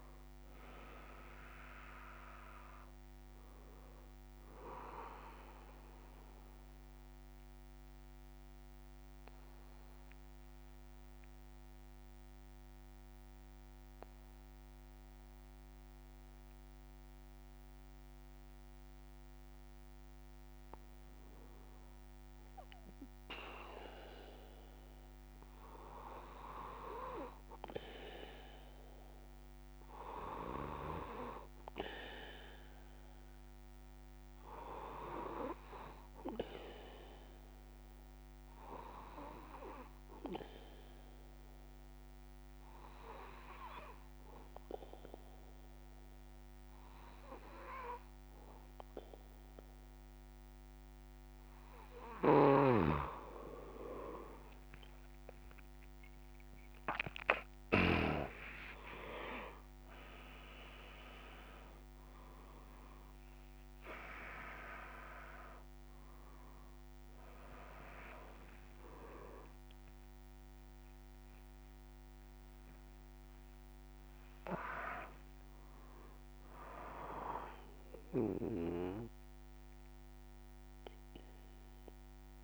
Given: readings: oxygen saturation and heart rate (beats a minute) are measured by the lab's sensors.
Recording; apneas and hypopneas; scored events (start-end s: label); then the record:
breathing in sleep by a microphone on the trachea; 2
0.00-5.50 s: oxygen desaturation (device-marked, oxygen 95% lowest)
7.00-21.00 s: central apnea (oxygen 99% before, 92% lowest)
37.50-52.00 s: obstructive apnea (oxygen 100% before, 92% lowest)
52.50-58.00 s: snoring (device-marked)
57.50-82.44 s: oxygen desaturation (device-marked, oxygen 96% before, 92% lowest)
From the record:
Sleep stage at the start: N3 (deep sleep); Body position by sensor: on the back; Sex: male